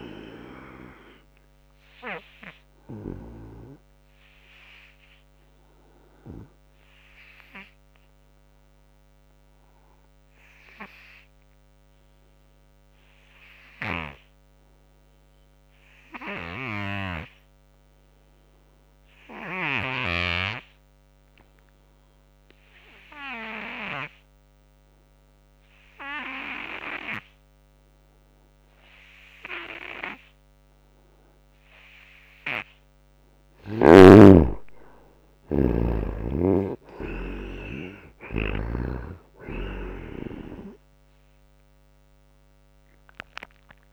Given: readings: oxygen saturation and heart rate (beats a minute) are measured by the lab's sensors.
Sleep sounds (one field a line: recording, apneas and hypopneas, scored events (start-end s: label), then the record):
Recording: breathing in sleep by a microphone on the trachea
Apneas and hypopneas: 1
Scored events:
0.00-15.00 s: oxygen desaturation (device-marked, oxygen 83% lowest, heart rate 76 extreme)
3.00-33.00 s: obstructive apnea (oxygen 98% before, 79% lowest, heart rate 81 before, 76 extreme, up 10 after)
29.00-43.93 s: oxygen desaturation (device-marked, oxygen 96% before, 79% lowest, heart rate 83 before, 75 extreme)
34.00-39.00 s: arousal
38.50-43.93 s: snoring (device-marked)
From the record:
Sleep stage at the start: N2 (light sleep)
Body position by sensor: on the right side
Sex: male